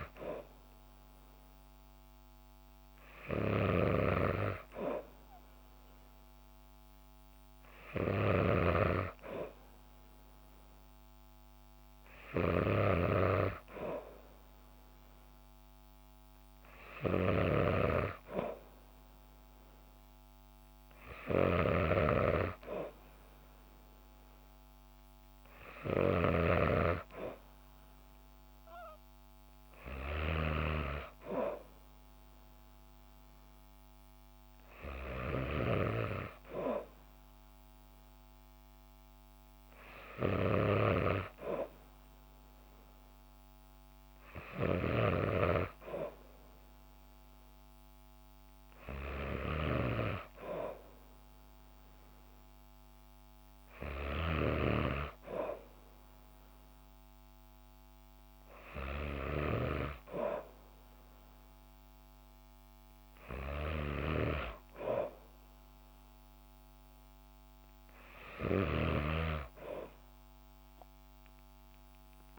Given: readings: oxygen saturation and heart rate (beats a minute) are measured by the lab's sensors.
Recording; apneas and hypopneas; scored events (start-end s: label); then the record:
breathing in sleep by a microphone on the trachea; none
0.00-8.50 s: snoring (device-marked)
17.00-30.50 s: snoring (device-marked)
From the record:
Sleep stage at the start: N2 (light sleep); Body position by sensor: on the back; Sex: female